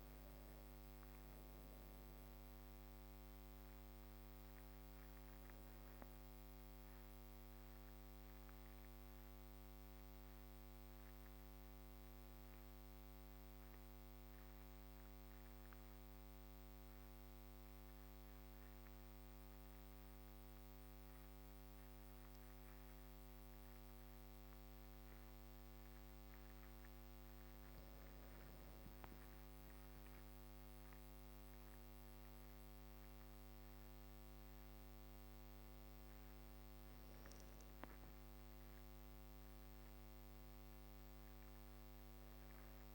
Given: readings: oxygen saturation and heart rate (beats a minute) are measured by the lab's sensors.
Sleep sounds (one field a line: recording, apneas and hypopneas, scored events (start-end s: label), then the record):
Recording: a person partly awake in a sleep study, hard to hear, by a microphone on the trachea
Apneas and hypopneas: 1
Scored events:
4.50-42.95 s: new sleep stage, N2 (light sleep)
6.00-26.50 s: obstructive apnea (oxygen 99% before, 94% lowest, heart rate 67 before, 51 extreme, up 22 after)
19.50-42.95 s: oxygen desaturation (device-marked, oxygen 99% before, 94% lowest, heart rate 55 before, 51 extreme)
27.50-30.50 s: arousal
From the record:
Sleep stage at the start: awake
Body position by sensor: on the back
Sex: female